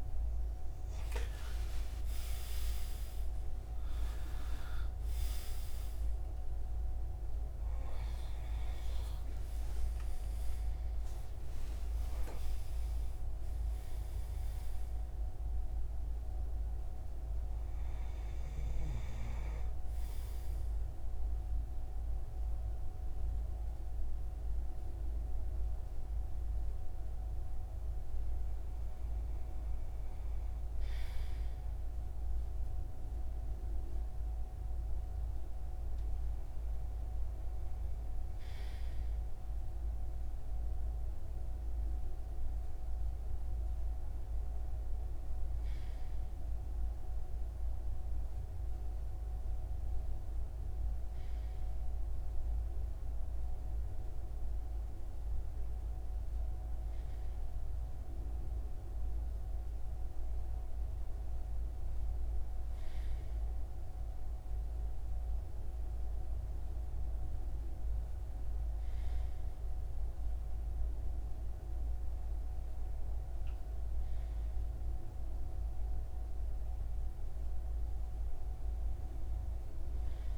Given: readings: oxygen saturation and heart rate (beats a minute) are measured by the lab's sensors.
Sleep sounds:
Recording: breathing in sleep, hard to hear, by a room microphone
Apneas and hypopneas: none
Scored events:
0.00-4.00 s: arousal
9.00-20.00 s: oxygen desaturation (device-marked, oxygen 95% before, 92% lowest)
From the record:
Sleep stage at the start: N2 (light sleep)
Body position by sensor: on the right side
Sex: male

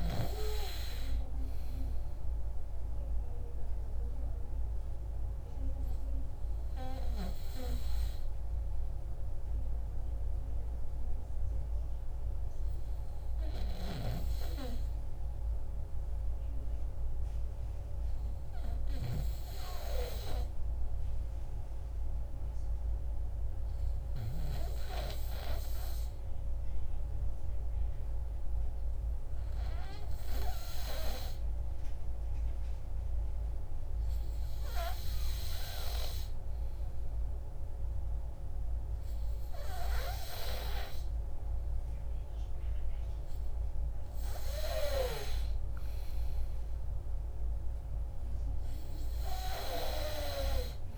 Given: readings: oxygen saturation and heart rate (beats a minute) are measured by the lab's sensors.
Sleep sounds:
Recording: breathing in sleep by a room microphone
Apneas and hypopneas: 1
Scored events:
0.00-18.00 s: oxygen desaturation (device-marked, oxygen 89% lowest, heart rate 53 extreme)
4.50-41.00 s: obstructive apnea (oxygen 96% before, 89% lowest, heart rate 67 before, 53 extreme, up 15 after)
41.00-50.98 s: oxygen desaturation (device-marked, oxygen 99% before, 93% lowest, heart rate 62 before, 65 extreme)
44.00-48.50 s: arousal
From the record:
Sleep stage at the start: N2 (light sleep)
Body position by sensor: on the back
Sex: male

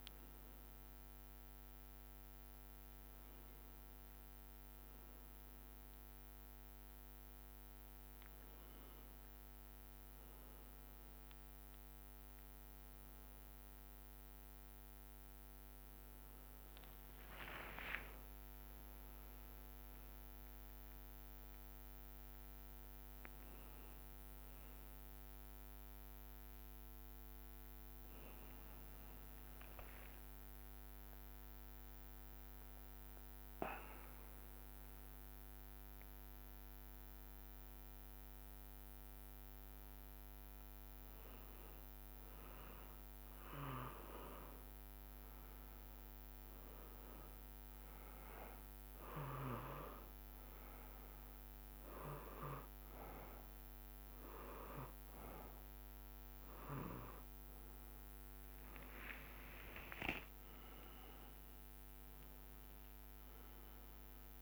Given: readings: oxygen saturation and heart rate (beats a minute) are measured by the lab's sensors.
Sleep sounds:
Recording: a person partly awake in a sleep study, by a microphone on the trachea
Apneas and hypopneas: 1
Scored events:
0.00-7.00 s: drop in pulse transit time (device-marked, heart rate 70 extreme)
17.50-19.50 s: long interval between heartbeats (device-marked, heart rate 71 before, 72 extreme)
22.00-52.00 s: new sleep stage, N1 (lightest sleep)
32.00-42.00 s: hypopnea (oxygen 99% before, 94% lowest, heart rate 69 before, 61 extreme)
45.00-49.00 s: arousal
52.00-64.42 s: new sleep stage, N2 (light sleep)
From the record:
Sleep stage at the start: awake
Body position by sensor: on the back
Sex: male

